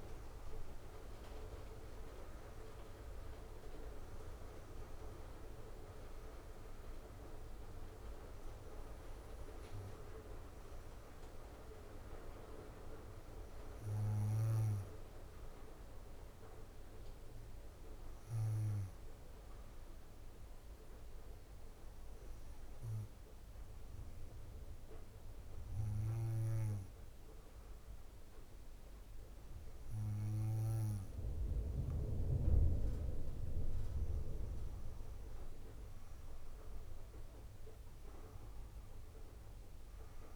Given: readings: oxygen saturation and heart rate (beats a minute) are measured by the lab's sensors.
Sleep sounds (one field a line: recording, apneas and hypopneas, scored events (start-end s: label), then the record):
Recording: breathing in sleep by a room microphone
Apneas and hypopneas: 1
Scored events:
13.50-33.00 s: hypopnea (oxygen 99% before, 98% lowest, heart rate 62 before, 55 extreme, up 9 after)
35.00-38.50 s: arousal
From the record:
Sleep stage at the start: N2 (light sleep)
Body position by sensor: on the back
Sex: female